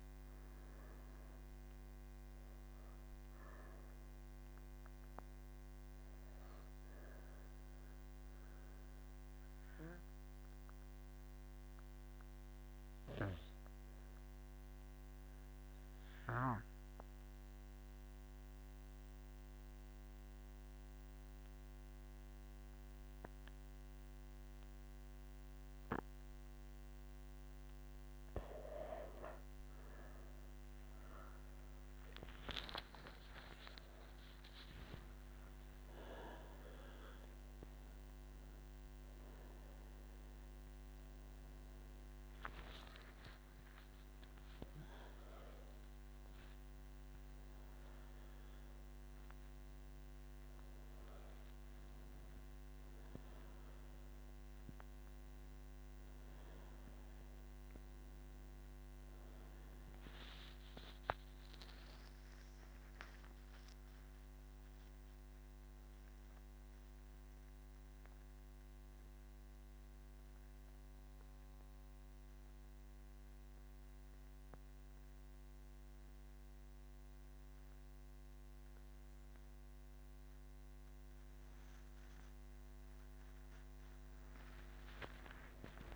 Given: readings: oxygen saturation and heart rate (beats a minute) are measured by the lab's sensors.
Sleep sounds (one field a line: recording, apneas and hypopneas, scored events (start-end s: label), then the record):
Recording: breathing in sleep by a microphone on the trachea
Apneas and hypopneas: 2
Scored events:
0.00-8.50 s: oxygen desaturation (device-marked, oxygen 92% lowest)
8.50-28.50 s: obstructive apnea (oxygen 97% before, 92% lowest)
69.50-80.50 s: hypopnea (oxygen 96% before, 92% lowest)
72.50-85.50 s: oxygen desaturation (device-marked, oxygen 96% before, 93% lowest)
From the record:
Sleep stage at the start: N3 (deep sleep)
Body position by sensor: on the right side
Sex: female